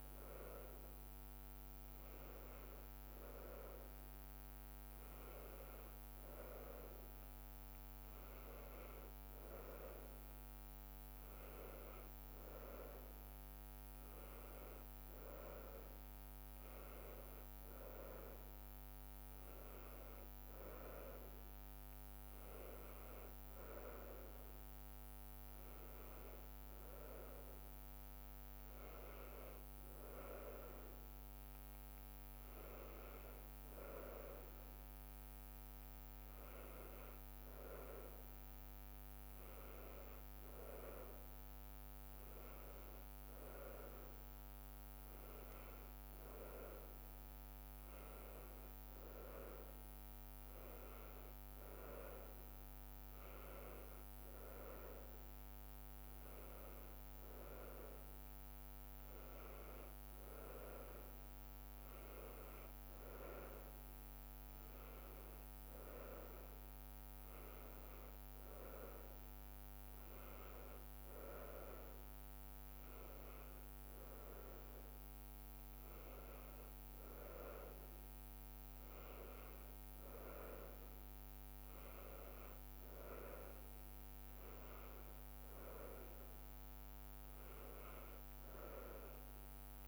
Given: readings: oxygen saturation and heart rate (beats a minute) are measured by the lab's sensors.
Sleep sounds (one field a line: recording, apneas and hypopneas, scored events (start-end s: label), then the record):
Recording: breathing in sleep by a microphone on the trachea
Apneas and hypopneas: none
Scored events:
none scored
From the record:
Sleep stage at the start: N2 (light sleep)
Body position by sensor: on the right side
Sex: female